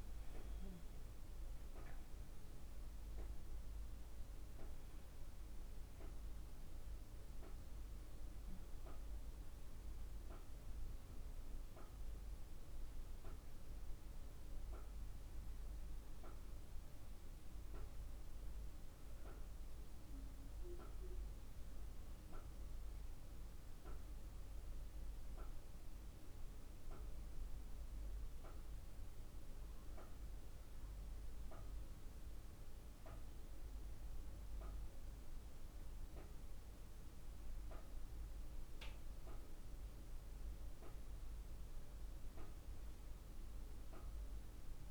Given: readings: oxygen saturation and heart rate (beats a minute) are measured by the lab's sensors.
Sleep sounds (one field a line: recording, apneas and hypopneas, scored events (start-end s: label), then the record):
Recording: breathing in sleep, hard to hear, by a room microphone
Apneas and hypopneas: 1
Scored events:
23.50-40.00 s: obstructive apnea (oxygen 99% before, 96% lowest, heart rate 59 before, 48 extreme, up 4 after)
42.00-44.91 s: arousal
43.50-44.91 s: oxygen desaturation (device-marked, oxygen 99% before, 96% lowest, heart rate 52 before, 48 extreme)
From the record:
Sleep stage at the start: N1 (lightest sleep)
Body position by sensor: on the back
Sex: female